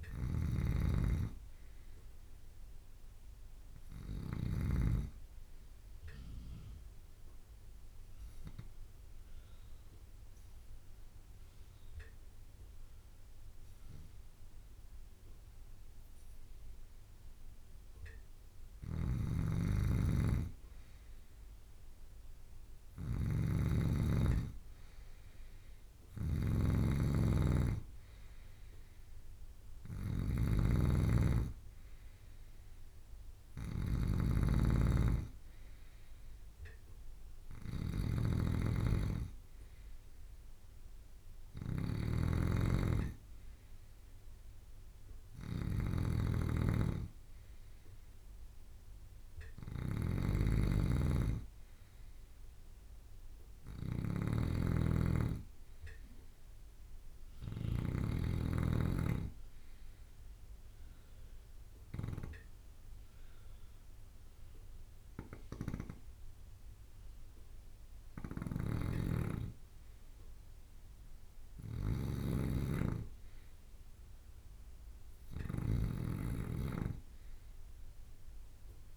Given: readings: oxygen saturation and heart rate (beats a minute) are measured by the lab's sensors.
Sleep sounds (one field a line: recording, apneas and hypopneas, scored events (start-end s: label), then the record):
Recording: breathing in sleep by a room microphone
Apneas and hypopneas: 2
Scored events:
0.00-4.50 s: snoring (device-marked)
0.00-6.00 s: oxygen desaturation (device-marked, oxygen 92% lowest)
6.00-18.50 s: obstructive apnea (oxygen 95% before, 92% lowest)
18.50-58.00 s: snoring (device-marked)
19.00-23.00 s: arousal
59.50-70.00 s: obstructive apnea (oxygen 97% before, 86% lowest)
65.00-78.97 s: snoring (device-marked)
72.50-76.00 s: arousal
From the record:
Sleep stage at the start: N2 (light sleep)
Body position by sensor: on the left side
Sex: male